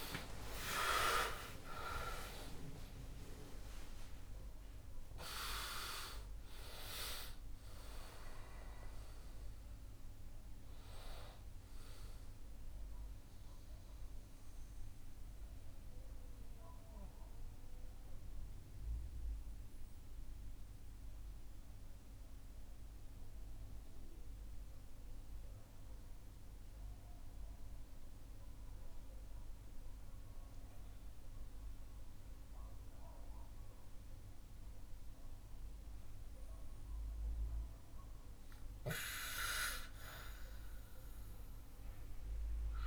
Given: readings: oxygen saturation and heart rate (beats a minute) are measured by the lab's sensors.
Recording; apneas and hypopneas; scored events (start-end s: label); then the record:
breathing in sleep by a room microphone; 1
0.00-28.00 s: oxygen desaturation (device-marked, oxygen 80% lowest, heart rate 56 extreme)
13.00-36.50 s: obstructive apnea (oxygen 95% before, 80% lowest, heart rate 77 before, 56 extreme, up 0 after)
38.50-42.00 s: arousal
From the record:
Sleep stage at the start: REM sleep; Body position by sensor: on the back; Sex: male